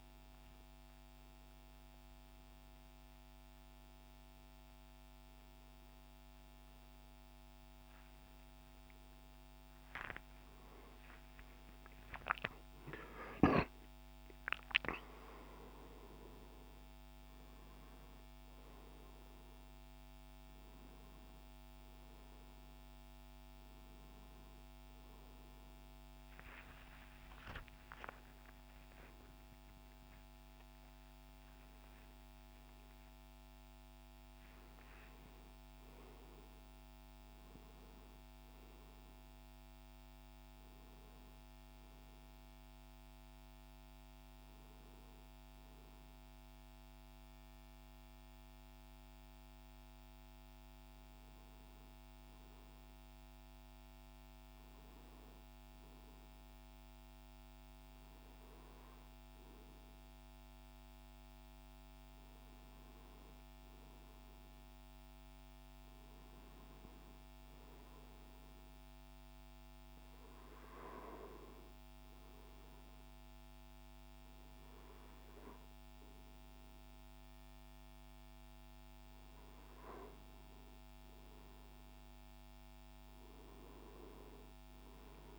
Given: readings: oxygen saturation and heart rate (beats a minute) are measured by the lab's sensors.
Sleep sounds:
a person awake in a sleep study, by a microphone on the trachea; none
50.50-85.39 s: new sleep stage, N2 (light sleep)
From the record:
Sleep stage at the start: awake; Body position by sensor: on the right side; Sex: male

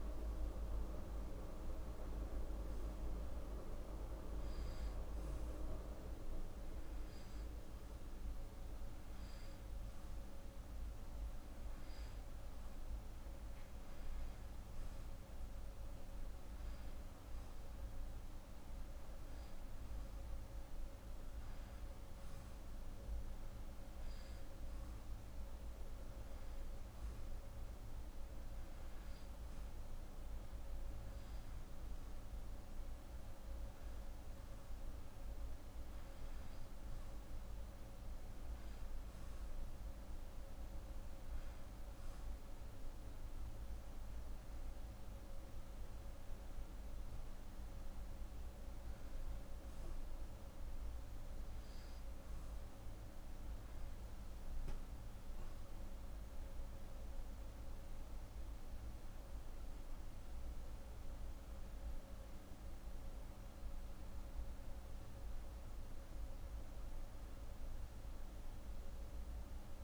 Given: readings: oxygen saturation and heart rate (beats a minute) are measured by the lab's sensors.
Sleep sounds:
breathing in sleep by a room microphone; none
13.00-69.84 s: new sleep stage, N2 (light sleep)
From the record:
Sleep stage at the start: N1 (lightest sleep); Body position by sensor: on the back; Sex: female

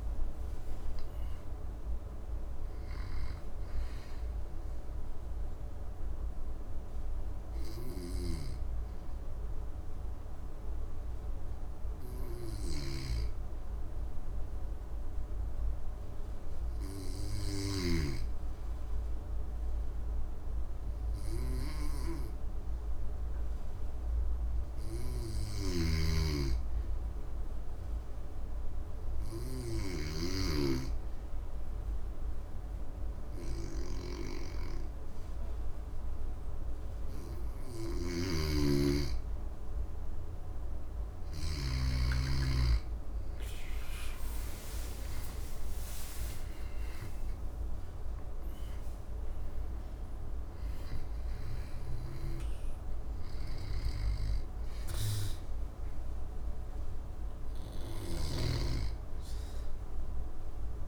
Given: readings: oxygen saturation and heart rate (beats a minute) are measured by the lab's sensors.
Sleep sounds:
breathing in sleep by a room microphone; 1
0.00-9.50 s: oxygen desaturation (device-marked, oxygen 91% lowest, heart rate 65 extreme)
6.50-37.50 s: hypopnea (oxygen 97% before, 91% lowest, heart rate 75 before, 65 extreme, up 7 after)
7.50-18.00 s: snoring (device-marked)
25.00-30.00 s: snoring (device-marked)
33.50-60.88 s: oxygen desaturation (device-marked, oxygen 99% before, 91% lowest, heart rate 66 before, 64 extreme)
37.50-41.50 s: snoring (device-marked)
43.50-47.50 s: arousal
57.50-60.88 s: snoring (device-marked)
From the record:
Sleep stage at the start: N2 (light sleep); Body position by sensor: on the back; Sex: male

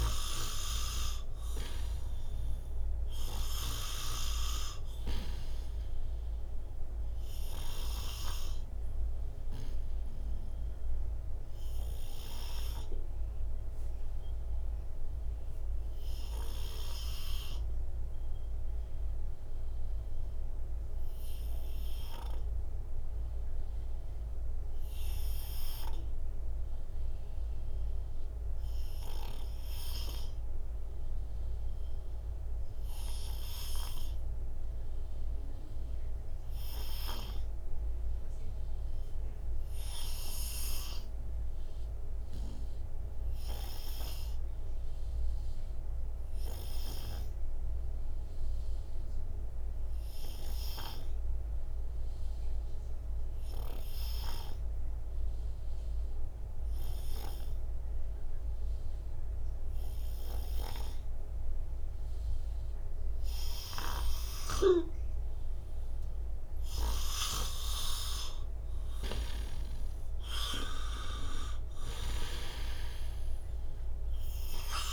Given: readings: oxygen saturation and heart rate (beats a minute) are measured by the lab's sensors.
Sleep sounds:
breathing in sleep by a room microphone; 1
0.00-2.00 s: arousal
0.50-30.50 s: oxygen desaturation (device-marked, oxygen 97% before, 86% lowest, heart rate 61 before, 60 extreme)
8.50-66.50 s: obstructive apnea (oxygen 97% before, 82% lowest, heart rate 64 before, 60 extreme, up 5 after)
39.50-74.93 s: oxygen desaturation (device-marked, oxygen 94% before, 82% lowest, heart rate 63 before, 59 extreme)
69.00-72.50 s: arousal
From the record:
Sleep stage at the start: N2 (light sleep); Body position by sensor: on the right side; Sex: male

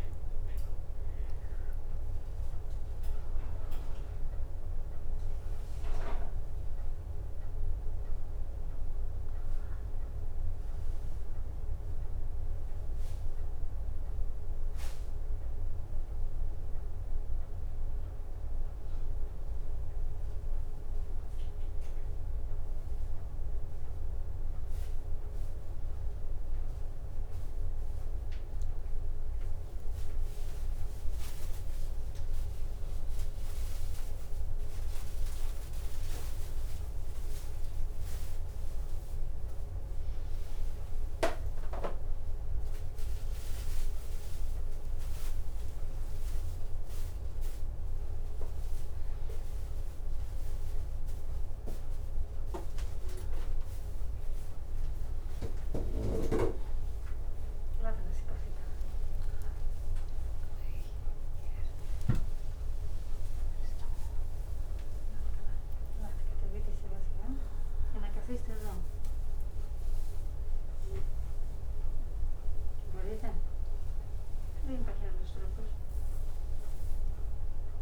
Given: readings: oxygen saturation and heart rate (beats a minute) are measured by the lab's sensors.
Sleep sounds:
a person awake in a sleep study, by a room microphone; none
none scored
From the record:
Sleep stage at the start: awake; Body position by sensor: on the back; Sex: female

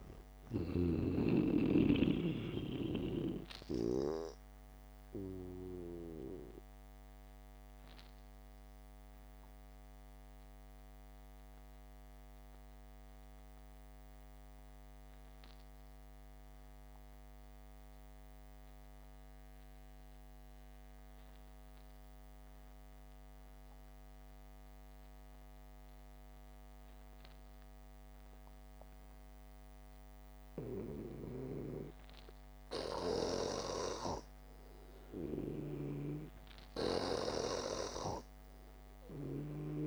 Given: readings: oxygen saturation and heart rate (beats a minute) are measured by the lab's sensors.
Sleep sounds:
breathing in sleep by a microphone on the trachea; 1
0.00-5.00 s: snoring (device-marked)
9.00-32.50 s: mixed apnea (oxygen 97% before, 89% lowest, heart rate 58 before, 50 extreme)
18.00-26.00 s: oxygen desaturation (device-marked, oxygen 93% before, 89% lowest, heart rate 59 before, 50 extreme)
37.50-39.87 s: arousal
From the record:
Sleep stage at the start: N2 (light sleep); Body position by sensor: on the back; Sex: male

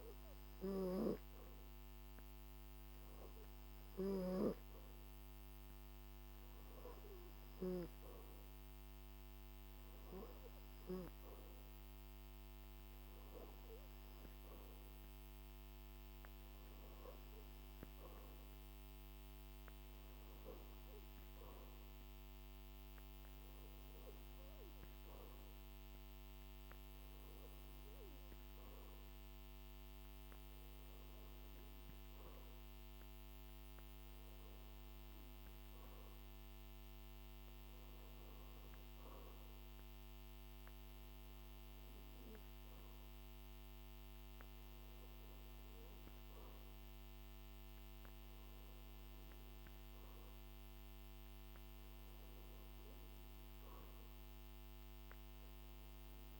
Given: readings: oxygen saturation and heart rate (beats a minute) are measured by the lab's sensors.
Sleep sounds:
breathing in sleep by a microphone on the trachea; none
52.50-56.00 s: arousal
From the record:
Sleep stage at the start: N2 (light sleep); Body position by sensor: on the back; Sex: male

